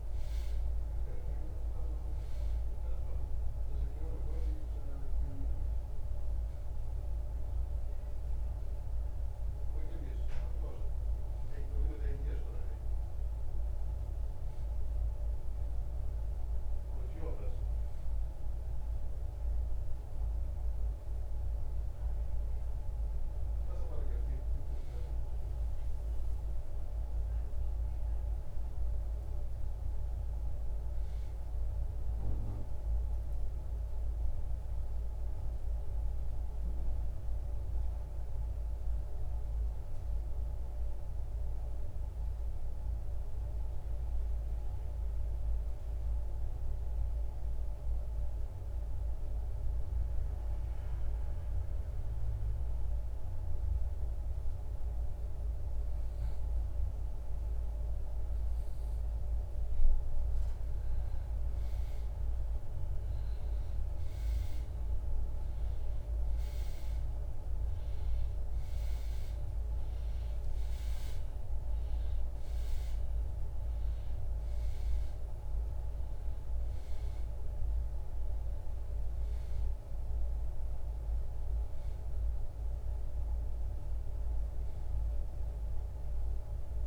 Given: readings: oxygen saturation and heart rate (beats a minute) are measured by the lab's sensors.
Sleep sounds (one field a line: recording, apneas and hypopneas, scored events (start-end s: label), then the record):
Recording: breathing in sleep, hard to hear, by a room microphone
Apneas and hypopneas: 1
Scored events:
11.50-16.50 s: arousal
15.50-40.50 s: oxygen desaturation (device-marked, oxygen 95% before, 81% lowest, heart rate 72 before, 55 extreme)
32.50-59.50 s: obstructive apnea (oxygen 95% before, 85% lowest, heart rate 73 before, 55 extreme, up 7 after)
61.00-66.50 s: arousal
68.50-86.86 s: oxygen desaturation (device-marked, oxygen 95% before, 85% lowest, heart rate 61 before, 55 extreme)
From the record:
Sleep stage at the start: N2 (light sleep)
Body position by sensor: on the back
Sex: male